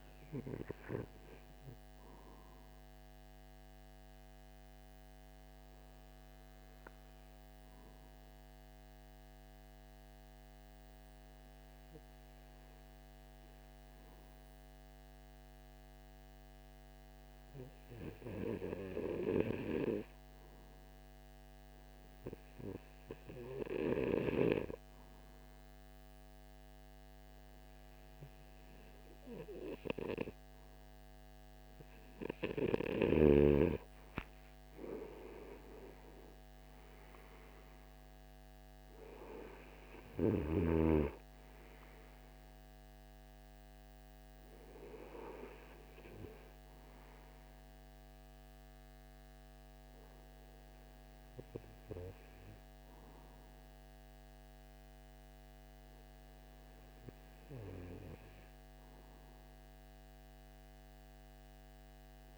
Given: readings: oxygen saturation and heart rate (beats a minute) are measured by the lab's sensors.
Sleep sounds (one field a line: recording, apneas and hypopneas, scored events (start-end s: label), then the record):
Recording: breathing in sleep by a microphone on the trachea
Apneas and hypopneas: 1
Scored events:
1.00-30.50 s: obstructive apnea (oxygen 96% before, 93% lowest)
30.50-53.50 s: oxygen desaturation (device-marked, oxygen 98% before, 93% lowest)
33.00-36.50 s: arousal
From the record:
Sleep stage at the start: REM sleep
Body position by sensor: on the front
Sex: male